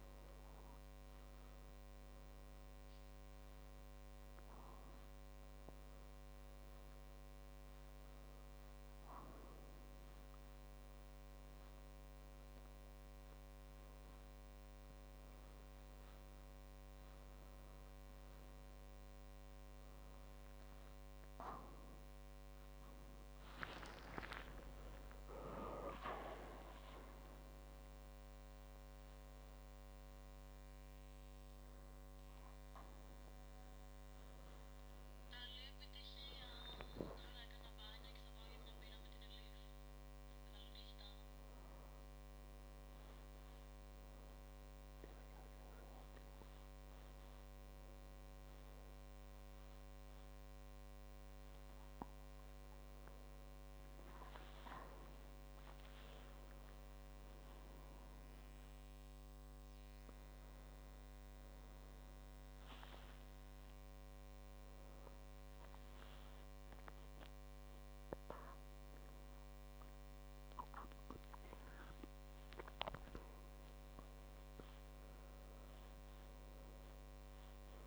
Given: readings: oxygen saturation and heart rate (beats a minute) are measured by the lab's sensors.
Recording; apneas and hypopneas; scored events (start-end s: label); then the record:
a person awake in a sleep study, by a microphone on the trachea; none
28.50-30.50 s: long interval between heartbeats (device-marked)
43.00-45.00 s: long interval between heartbeats (device-marked)
50.50-52.50 s: long interval between heartbeats (device-marked)
57.50-59.50 s: long interval between heartbeats (device-marked)
64.00-66.00 s: long interval between heartbeats (device-marked)
71.50-73.50 s: long interval between heartbeats (device-marked)
From the record:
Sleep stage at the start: awake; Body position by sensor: on the back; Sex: male